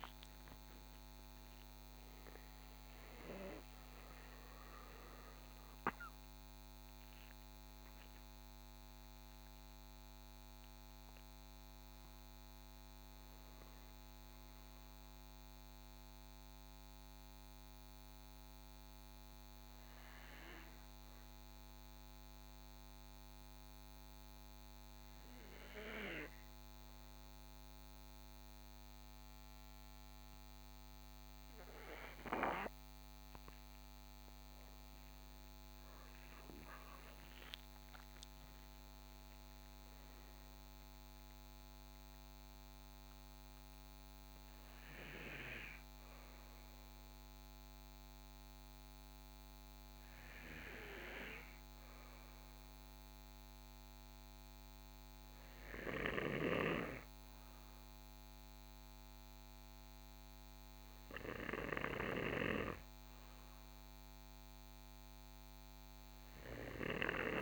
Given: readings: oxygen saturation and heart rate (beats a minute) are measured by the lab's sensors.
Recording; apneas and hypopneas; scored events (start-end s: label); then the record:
breathing in sleep by a microphone on the trachea; 1
0.00-1.00 s: arousal
22.50-33.50 s: hypopnea (oxygen 96% before, 92% lowest, heart rate 78 before, 60 extreme, up 22 after)
35.00-38.50 s: arousal
41.50-54.50 s: oxygen desaturation (device-marked, oxygen 97% before, 93% lowest, heart rate 65 before, 60 extreme)
From the record:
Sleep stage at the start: N2 (light sleep); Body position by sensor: on the right side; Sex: male